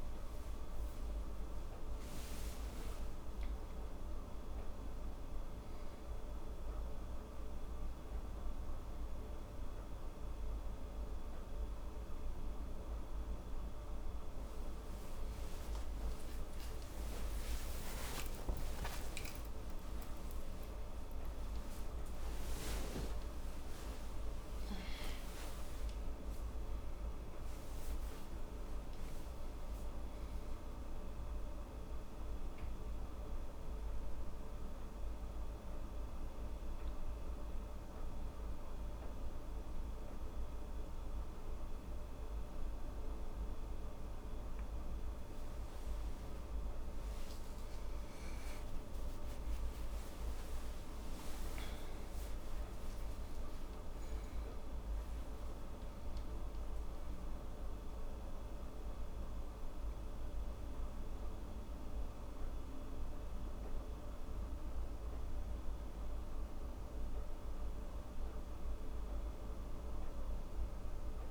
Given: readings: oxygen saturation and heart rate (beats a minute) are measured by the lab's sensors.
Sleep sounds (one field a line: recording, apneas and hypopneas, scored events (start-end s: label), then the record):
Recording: a person awake in a sleep study, hard to hear, by a room microphone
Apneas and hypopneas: none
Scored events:
8.00-68.00 s: new sleep stage, awake
68.00-71.31 s: new sleep stage, N2 (light sleep)
From the record:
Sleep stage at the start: N2 (light sleep)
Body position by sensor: on the right side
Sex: female